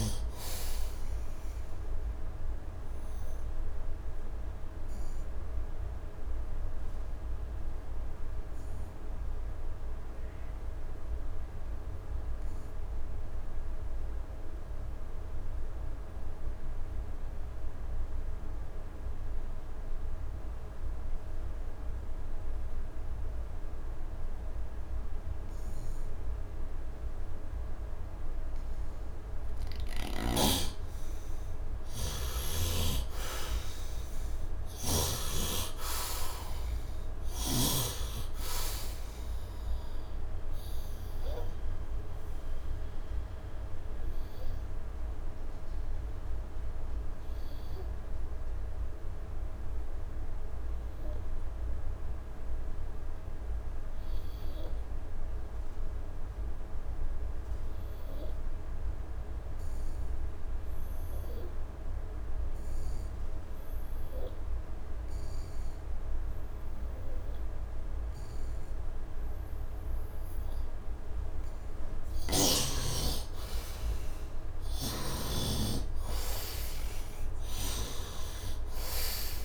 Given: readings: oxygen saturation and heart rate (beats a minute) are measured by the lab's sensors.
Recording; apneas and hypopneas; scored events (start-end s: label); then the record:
breathing in sleep by a room microphone; 2
0.00-13.50 s: oxygen desaturation (device-marked, oxygen 81% lowest, heart rate 64 extreme)
3.00-28.50 s: obstructive apnea (oxygen 98% before, 77% lowest, heart rate 90 before, 64 extreme, up 7 after)
21.50-59.50 s: oxygen desaturation (device-marked, oxygen 99% before, 77% lowest, heart rate 70 before, 68 extreme)
31.50-35.00 s: arousal
41.00-71.00 s: obstructive apnea (oxygen 99% before, 75% lowest, heart rate 77 before, 68 extreme, up 12 after)
61.50-79.45 s: oxygen desaturation (device-marked, oxygen 99% before, 75% lowest, heart rate 71 before, 70 extreme)
72.50-77.50 s: arousal
From the record:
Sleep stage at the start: N2 (light sleep); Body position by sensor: on the right side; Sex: male